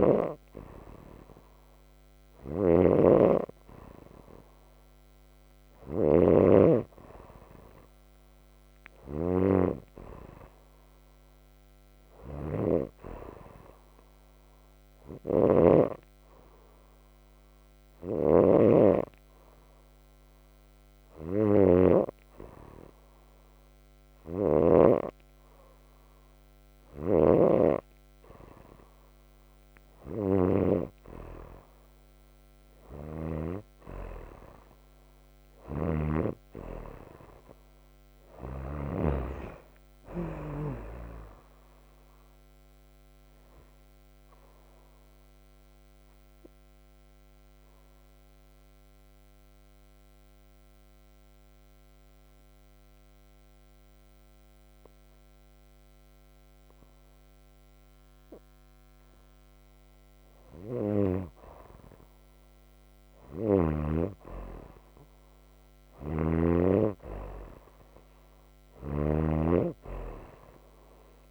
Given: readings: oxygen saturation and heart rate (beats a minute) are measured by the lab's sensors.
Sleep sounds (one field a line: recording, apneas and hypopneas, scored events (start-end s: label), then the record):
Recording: breathing in sleep by a microphone on the trachea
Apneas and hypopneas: 2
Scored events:
0.00-24.50 s: snoring (device-marked)
13.50-26.50 s: hypopnea (oxygen 95% before, 93% lowest)
26.50-30.50 s: snoring (device-marked)
35.00-38.50 s: snoring (device-marked)
35.00-39.50 s: arousal
43.00-59.00 s: obstructive apnea (oxygen 96% before, 94% lowest, heart rate 43 before, 38 extreme, up 15 after)
59.00-62.50 s: arousal
65.50-71.31 s: snoring (device-marked)
From the record:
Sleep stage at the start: N2 (light sleep)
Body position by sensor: on the right side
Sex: female